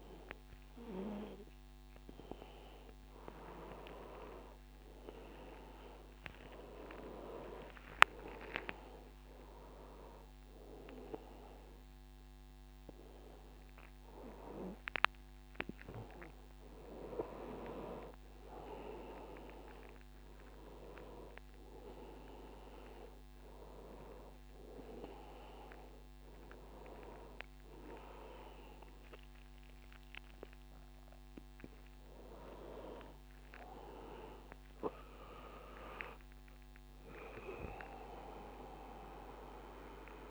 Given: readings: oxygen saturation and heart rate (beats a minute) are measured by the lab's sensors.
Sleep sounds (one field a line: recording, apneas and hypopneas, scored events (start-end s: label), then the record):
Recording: breathing in sleep by a microphone on the trachea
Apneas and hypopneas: none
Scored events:
26.00-30.00 s: arousal
From the record:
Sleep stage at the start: N2 (light sleep)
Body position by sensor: on the back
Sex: male